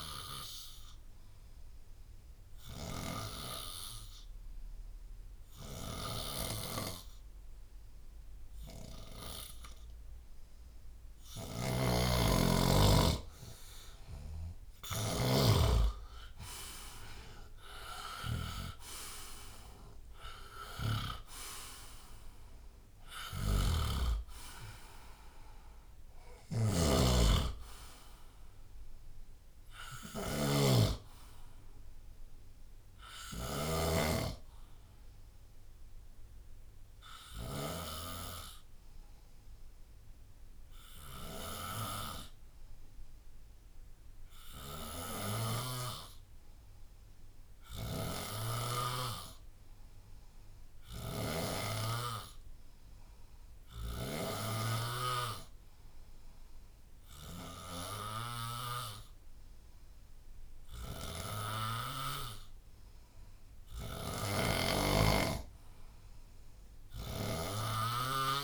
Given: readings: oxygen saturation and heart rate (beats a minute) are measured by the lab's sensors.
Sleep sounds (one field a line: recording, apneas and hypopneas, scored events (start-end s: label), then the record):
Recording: breathing in sleep by a room microphone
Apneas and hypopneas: 2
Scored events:
0.50-11.50 s: obstructive apnea (oxygen 94% before, 90% lowest, heart rate 78 before, 59 extreme, up 13 after)
11.50-15.50 s: snoring (device-marked)
15.50-19.00 s: arousal
23.50-34.00 s: snoring (device-marked)
35.50-48.00 s: obstructive apnea (oxygen 93% before, 90% lowest, heart rate 77 before, 71 extreme)
50.50-53.50 s: arousal
64.00-68.44 s: snoring (device-marked)
64.50-68.44 s: oxygen desaturation (device-marked, oxygen 97% before, 92% lowest, heart rate 79 before, 72 extreme)
From the record:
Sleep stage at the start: N2 (light sleep)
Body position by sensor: on the back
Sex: male